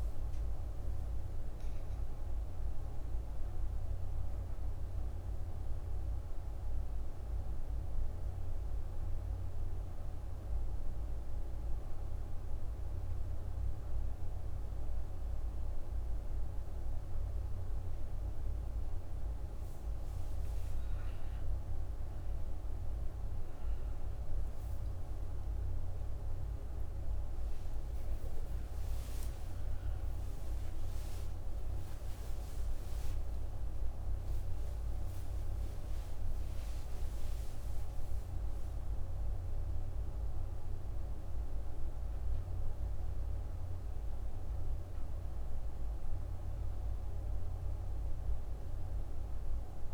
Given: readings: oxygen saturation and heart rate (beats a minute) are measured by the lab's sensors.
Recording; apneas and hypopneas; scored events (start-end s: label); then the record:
breathing in sleep, hard to hear, by a room microphone; 1
0.00-2.00 s: oxygen desaturation (device-marked, oxygen 89% lowest)
3.50-20.50 s: obstructive apnea (oxygen 95% before, 93% lowest)
24.00-40.00 s: oxygen desaturation (device-marked, oxygen 99% before, 93% lowest)
26.00-31.50 s: arousal
From the record:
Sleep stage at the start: N2 (light sleep); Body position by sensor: on the right side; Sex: female